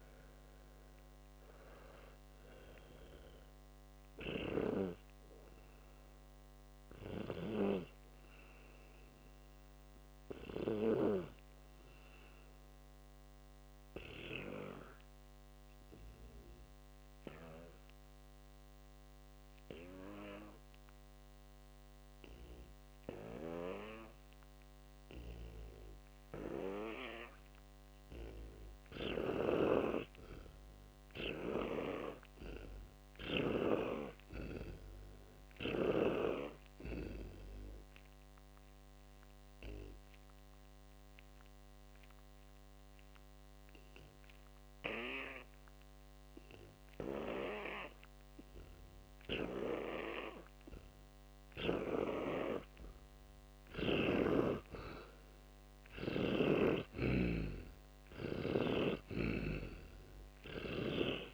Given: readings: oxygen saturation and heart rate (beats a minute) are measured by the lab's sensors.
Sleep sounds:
breathing in sleep by a microphone on the trachea; 2
0.00-3.00 s: oxygen desaturation (device-marked, oxygen 87% lowest, heart rate 62 extreme)
0.00-4.00 s: arousal
4.50-11.50 s: snoring (device-marked)
15.00-28.00 s: mixed apnea (oxygen 94% before, 87% lowest)
22.00-29.00 s: oxygen desaturation (device-marked, oxygen 93% before, 88% lowest)
30.50-33.50 s: arousal
38.00-60.00 s: oxygen desaturation (device-marked, oxygen 100% before, 89% lowest)
40.00-52.50 s: obstructive apnea (oxygen 100% before, 87% lowest)
55.00-59.00 s: arousal
From the record:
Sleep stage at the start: N2 (light sleep); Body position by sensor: on the back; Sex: male

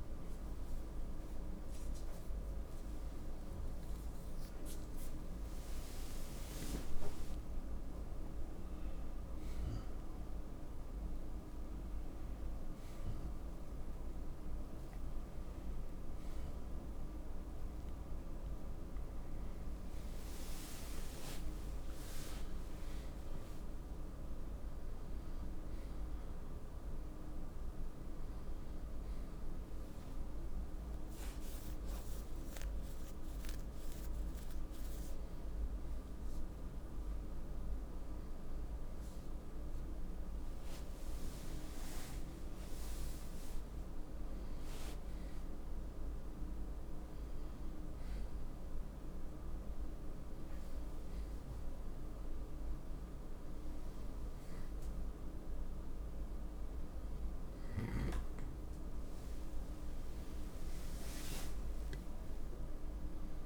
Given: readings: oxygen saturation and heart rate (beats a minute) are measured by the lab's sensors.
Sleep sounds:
a person awake in a sleep study, hard to hear, by a room microphone; none
0.00-12.50 s: oxygen desaturation (device-marked, oxygen 88% lowest, heart rate 76 extreme)
40.50-63.45 s: new sleep stage, N1 (lightest sleep)
From the record:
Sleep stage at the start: awake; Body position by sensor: on the right side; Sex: male

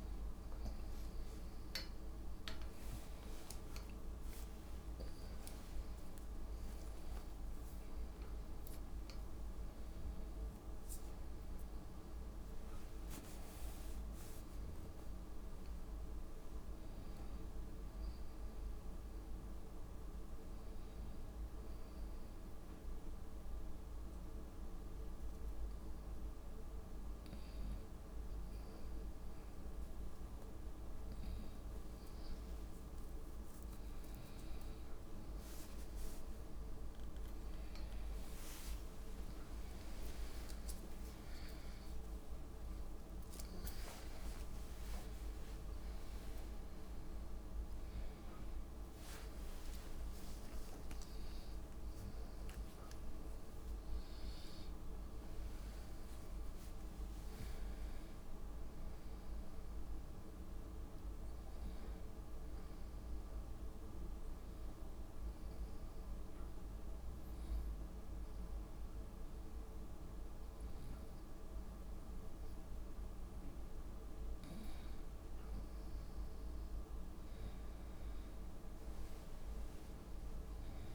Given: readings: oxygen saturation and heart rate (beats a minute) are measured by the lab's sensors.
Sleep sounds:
a person partly awake in a sleep study, hard to hear, by a room microphone; 2
0.50-2.50 s: long interval between heartbeats (device-marked, heart rate 84 before, 78 extreme)
4.00-6.00 s: long interval between heartbeats (device-marked, heart rate 80 before, 87 extreme)
6.00-8.00 s: long interval between heartbeats (device-marked, heart rate 81 before, 98 extreme)
14.00-17.00 s: arousal
20.50-31.50 s: hypopnea (oxygen 97% before, 95% lowest, heart rate 81 before, 64 extreme, up 23 after)
31.50-43.50 s: drop in pulse transit time (device-marked, heart rate 68 before, 64 extreme)
31.50-61.50 s: new sleep stage, awake
36.50-38.50 s: long interval between heartbeats (device-marked, heart rate 66 before, 76 extreme)
39.00-41.00 s: long interval between heartbeats (device-marked, heart rate 67 before, 87 extreme)
45.00-47.00 s: long interval between heartbeats (device-marked, heart rate 74 before, 99 extreme)
49.50-58.50 s: tachycardia (device-marked, heart rate 68 before, 175 extreme)
51.00-53.00 s: long interval between heartbeats (device-marked, heart rate 83 before, 100 extreme)
53.00-55.00 s: long interval between heartbeats (device-marked, heart rate 87 before, 105 extreme)
54.50-69.50 s: drop in pulse transit time (device-marked, heart rate 91 before, 65 extreme)
55.00-57.00 s: long interval between heartbeats (device-marked, heart rate 91 before, 149 extreme)
61.50-80.95 s: new sleep stage, N1 (lightest sleep)
65.00-76.00 s: hypopnea (oxygen 98% before, 95% lowest, heart rate 112 before, 65 extreme, up 2 after)
76.50-80.95 s: oxygen desaturation (device-marked, oxygen 98% before, 95% lowest, heart rate 85 before, 63 extreme)
79.00-80.95 s: arousal
From the record:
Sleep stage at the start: N1 (lightest sleep); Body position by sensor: on the right side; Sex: female

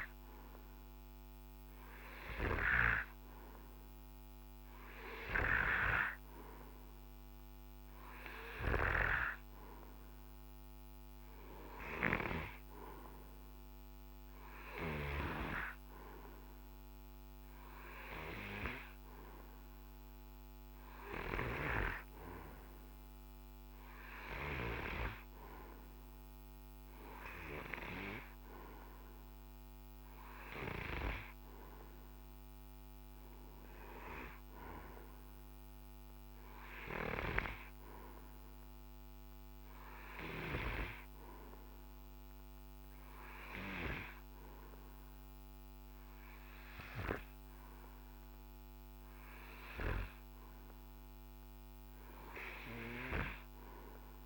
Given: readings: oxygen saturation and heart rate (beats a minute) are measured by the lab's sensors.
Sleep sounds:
breathing in sleep by a microphone on the trachea; none
none scored
From the record:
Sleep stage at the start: N2 (light sleep); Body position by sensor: on the right side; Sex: male

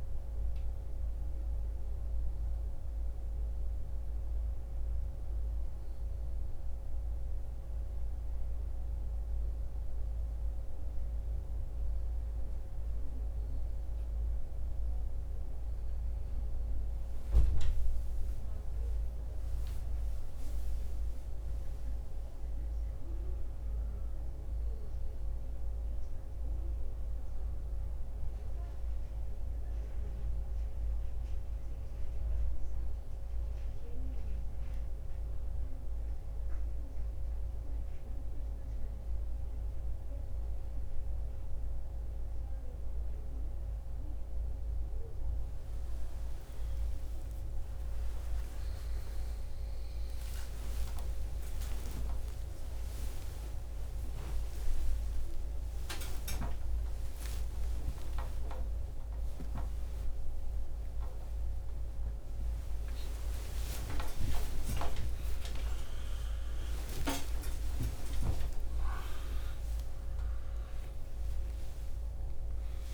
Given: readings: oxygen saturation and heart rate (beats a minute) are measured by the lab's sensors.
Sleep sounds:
a person awake in a sleep study, by a room microphone; none
32.50-72.93 s: new sleep stage, awake
From the record:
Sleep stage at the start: N1 (lightest sleep); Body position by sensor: on the back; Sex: male

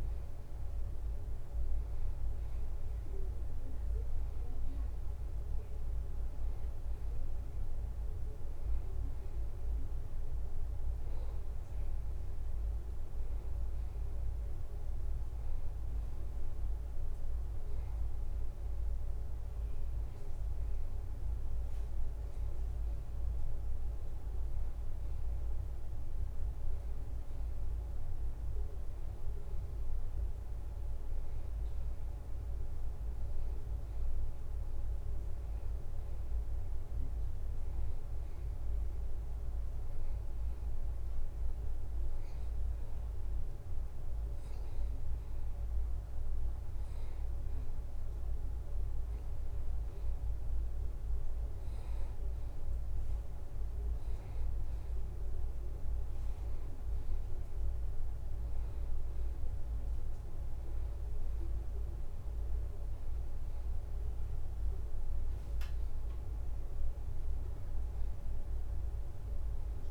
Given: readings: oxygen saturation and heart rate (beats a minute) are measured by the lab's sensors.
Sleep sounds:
breathing in sleep, hard to hear, by a room microphone; none
4.50-69.90 s: new sleep stage, N2 (light sleep)
From the record:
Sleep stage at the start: N1 (lightest sleep); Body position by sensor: on the back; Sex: male

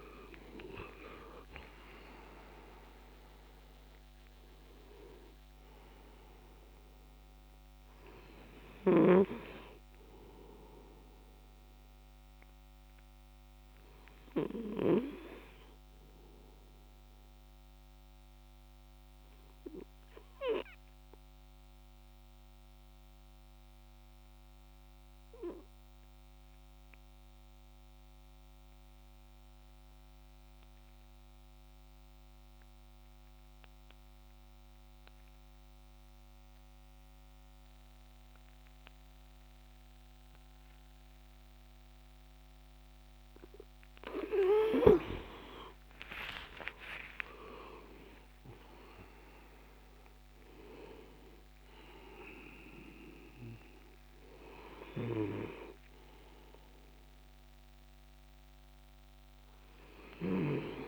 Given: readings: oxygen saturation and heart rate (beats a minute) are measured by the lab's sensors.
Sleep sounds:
breathing in sleep by a microphone on the trachea; 1
0.00-3.00 s: arousal
0.00-27.50 s: oxygen desaturation (device-marked, oxygen 88% lowest, heart rate 56 extreme)
16.50-43.50 s: obstructive apnea (oxygen 98% before, 88% lowest, heart rate 63 before, 59 extreme, up 50 after)
41.50-60.88 s: oxygen desaturation (device-marked, oxygen 99% before, 90% lowest, heart rate 64 before, 58 extreme)
45.50-48.50 s: arousal
From the record:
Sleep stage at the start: N2 (light sleep); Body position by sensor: on the back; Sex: male

